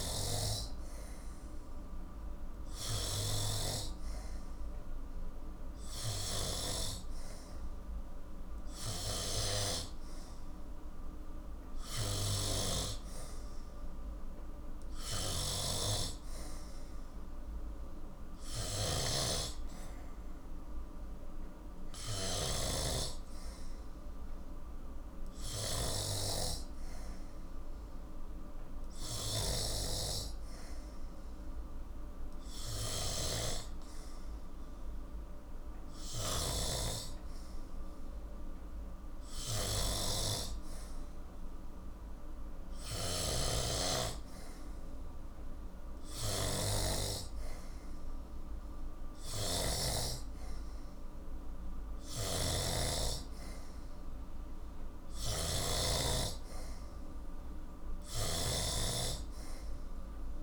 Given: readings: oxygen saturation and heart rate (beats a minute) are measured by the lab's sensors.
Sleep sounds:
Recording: breathing in sleep by a room microphone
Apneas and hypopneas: none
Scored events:
0.00-60.43 s: snoring (device-marked)
From the record:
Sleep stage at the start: N2 (light sleep)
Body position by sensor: on the back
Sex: male

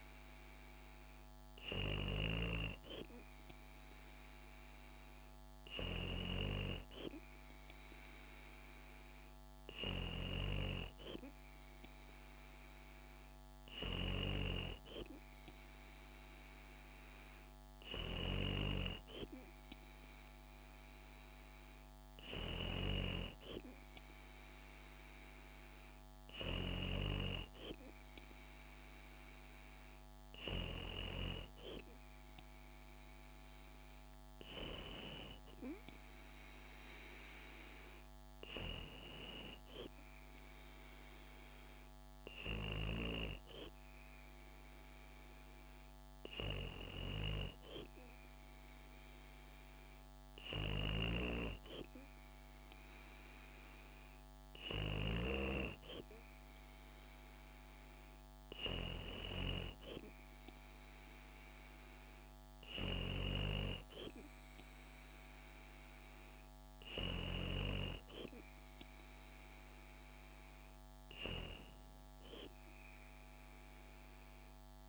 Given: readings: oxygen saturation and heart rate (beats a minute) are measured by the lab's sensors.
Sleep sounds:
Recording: breathing in sleep by a microphone on the trachea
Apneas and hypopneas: none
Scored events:
55.50-74.89 s: new sleep stage, N3 (deep sleep)
From the record:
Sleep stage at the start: N2 (light sleep)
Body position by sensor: on the back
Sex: female

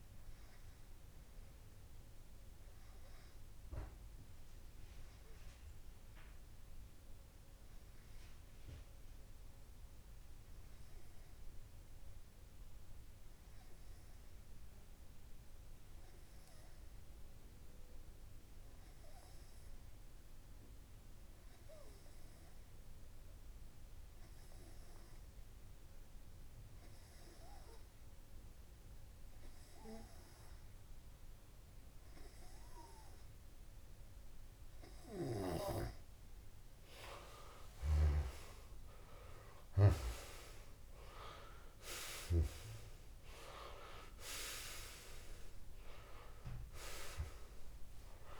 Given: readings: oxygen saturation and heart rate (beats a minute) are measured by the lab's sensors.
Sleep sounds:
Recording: breathing in sleep by a room microphone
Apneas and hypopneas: 1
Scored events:
5.00-35.50 s: obstructive apnea (oxygen 99% before, 94% lowest)
34.50-48.40 s: oxygen desaturation (device-marked, oxygen 98% before, 94% lowest)
37.50-41.50 s: arousal
From the record:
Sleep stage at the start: N2 (light sleep)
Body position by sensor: on the back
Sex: male

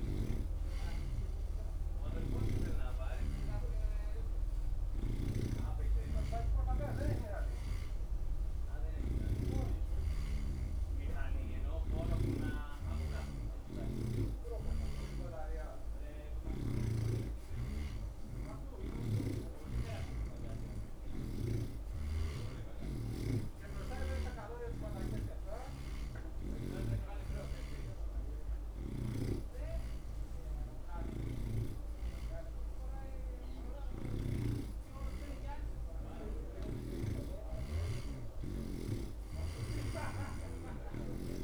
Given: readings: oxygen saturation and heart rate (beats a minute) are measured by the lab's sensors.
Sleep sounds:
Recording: breathing in sleep by a room microphone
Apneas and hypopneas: none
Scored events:
1.50-12.50 s: oxygen desaturation (device-marked, oxygen 87% before, 82% lowest)
2.00-15.50 s: snoring (device-marked)
27.50-34.50 s: snoring (device-marked)
From the record:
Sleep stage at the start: N2 (light sleep)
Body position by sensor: on the right side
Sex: male

